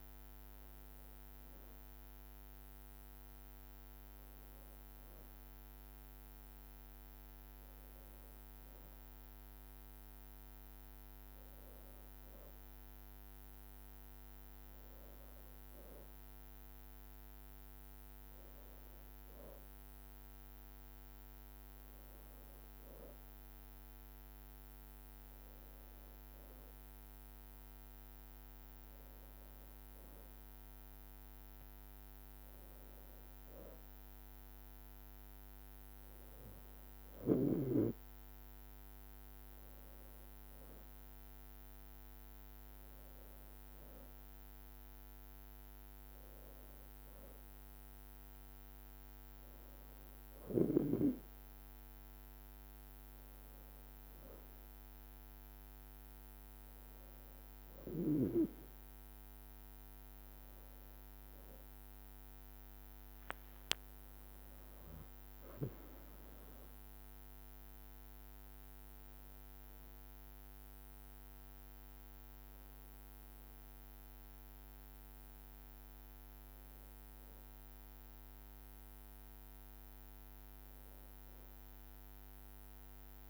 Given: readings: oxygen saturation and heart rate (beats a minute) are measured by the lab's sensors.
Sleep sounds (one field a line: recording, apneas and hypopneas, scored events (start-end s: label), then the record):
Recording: breathing in sleep, hard to hear, by a microphone on the trachea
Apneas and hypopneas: none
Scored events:
64.50-66.50 s: long interval between heartbeats (device-marked, heart rate 60 before, 67 extreme)
65.00-69.50 s: arousal
From the record:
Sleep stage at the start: N2 (light sleep)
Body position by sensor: on the back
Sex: female